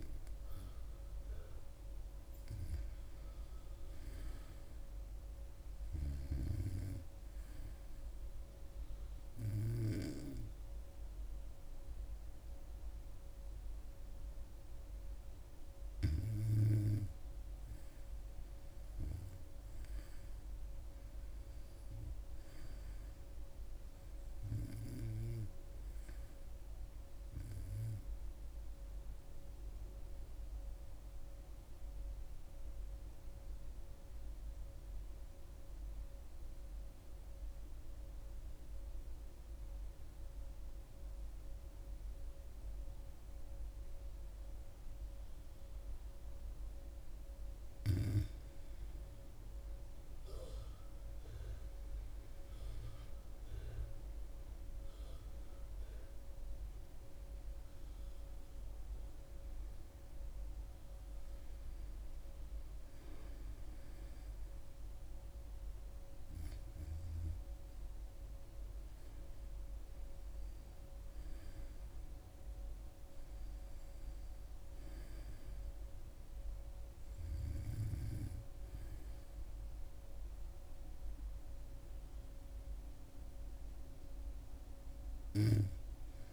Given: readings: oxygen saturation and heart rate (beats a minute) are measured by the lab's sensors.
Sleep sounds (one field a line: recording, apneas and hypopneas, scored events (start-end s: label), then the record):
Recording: breathing in sleep by a room microphone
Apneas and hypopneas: 2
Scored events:
7.00-17.50 s: hypopnea (oxygen 97% before, 90% lowest, heart rate 73 before, 68 extreme, up 0 after)
19.50-23.50 s: arousal
30.50-48.00 s: obstructive apnea (oxygen 97% before, 90% lowest, heart rate 73 before, 68 extreme, up 11 after)
50.00-53.50 s: arousal
51.00-76.00 s: oxygen desaturation (device-marked, oxygen 97% before, 90% lowest, heart rate 70 before, 70 extreme)
From the record:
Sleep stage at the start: REM sleep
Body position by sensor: on the back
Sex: female